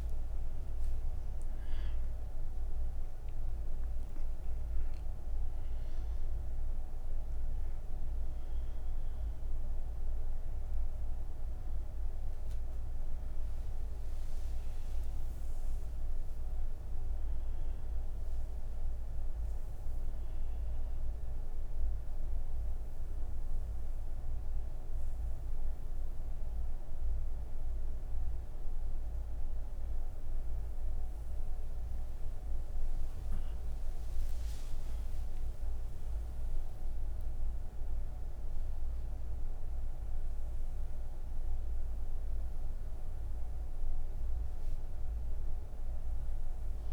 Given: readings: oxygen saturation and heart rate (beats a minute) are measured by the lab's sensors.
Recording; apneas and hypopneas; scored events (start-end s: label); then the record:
breathing in sleep, hard to hear, by a room microphone; none
none scored
From the record:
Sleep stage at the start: N2 (light sleep); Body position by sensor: on the back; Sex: female